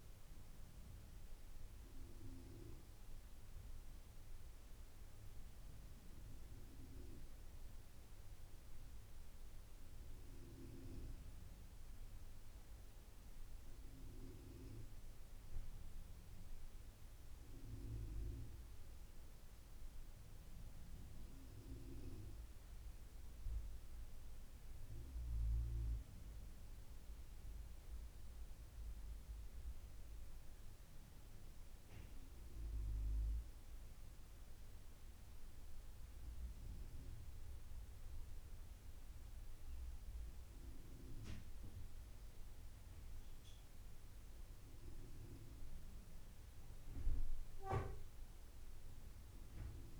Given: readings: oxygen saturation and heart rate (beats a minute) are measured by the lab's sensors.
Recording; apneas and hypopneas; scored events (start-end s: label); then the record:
a person partly awake in a sleep study, by a room microphone; none
23.50-50.00 s: new sleep stage, N1 (lightest sleep)
From the record:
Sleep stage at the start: awake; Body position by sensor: on the back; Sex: male